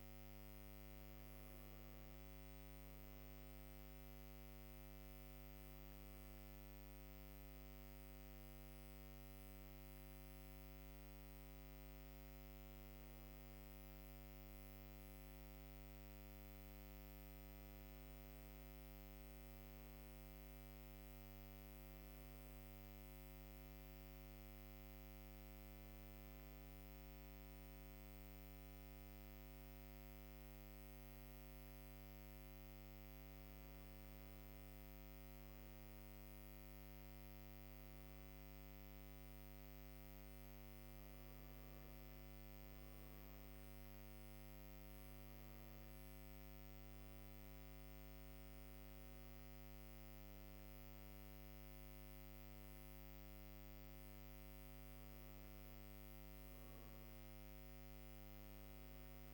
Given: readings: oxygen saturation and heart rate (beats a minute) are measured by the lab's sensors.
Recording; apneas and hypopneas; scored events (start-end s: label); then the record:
breathing in sleep, hard to hear, by a microphone on the trachea; none
none scored
From the record:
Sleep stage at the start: N2 (light sleep); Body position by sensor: on the right side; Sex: female